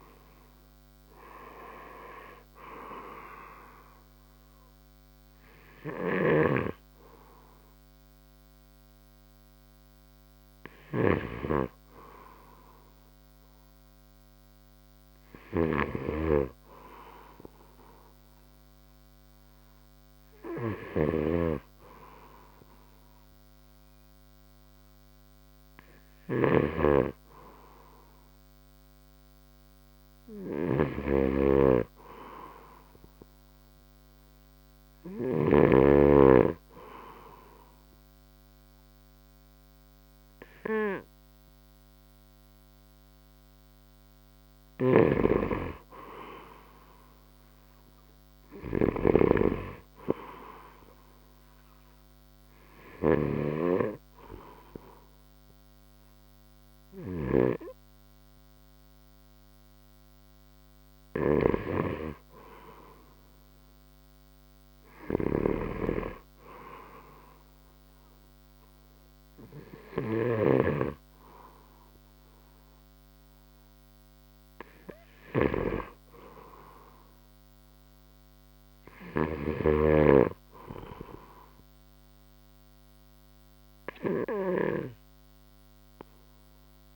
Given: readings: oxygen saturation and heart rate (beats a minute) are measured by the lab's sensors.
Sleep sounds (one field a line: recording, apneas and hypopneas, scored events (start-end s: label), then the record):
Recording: breathing in sleep by a microphone on the trachea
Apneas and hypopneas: none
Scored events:
0.00-1.50 s: arousal
0.00-10.50 s: drop in pulse transit time (device-marked, heart rate 63 extreme)
3.50-20.50 s: oxygen desaturation (device-marked, oxygen 93% before, 89% lowest, heart rate 69 before, 63 extreme)
6.00-11.50 s: snoring (device-marked)
21.00-36.00 s: snoring (device-marked)
45.00-49.50 s: snoring (device-marked)
From the record:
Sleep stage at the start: N2 (light sleep)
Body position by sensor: on the right side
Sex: male